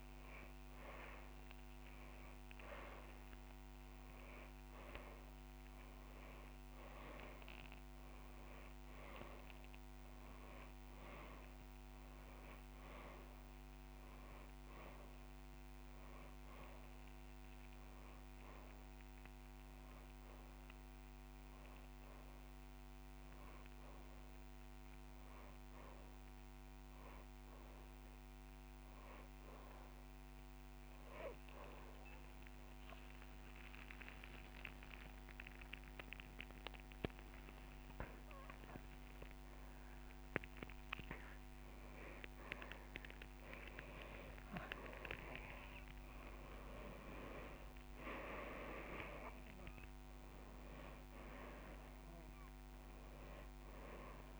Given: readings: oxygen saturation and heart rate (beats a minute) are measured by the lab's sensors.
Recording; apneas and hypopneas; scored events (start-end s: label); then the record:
breathing in sleep by a microphone on the trachea; none
4.50-6.50 s: long interval between heartbeats (device-marked)
6.50-10.50 s: drop in pulse transit time (device-marked)
8.50-12.00 s: arousal
24.50-26.50 s: long interval between heartbeats (device-marked)
28.50-30.50 s: long interval between heartbeats (device-marked)
32.50-34.50 s: long interval between heartbeats (device-marked)
32.50-42.50 s: drop in pulse transit time (device-marked)
36.50-38.50 s: long interval between heartbeats (device-marked)
45.00-47.00 s: long interval between heartbeats (device-marked)
46.50-51.00 s: arousal
49.50-51.50 s: long interval between heartbeats (device-marked)
From the record:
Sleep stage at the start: N2 (light sleep); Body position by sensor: on the back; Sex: male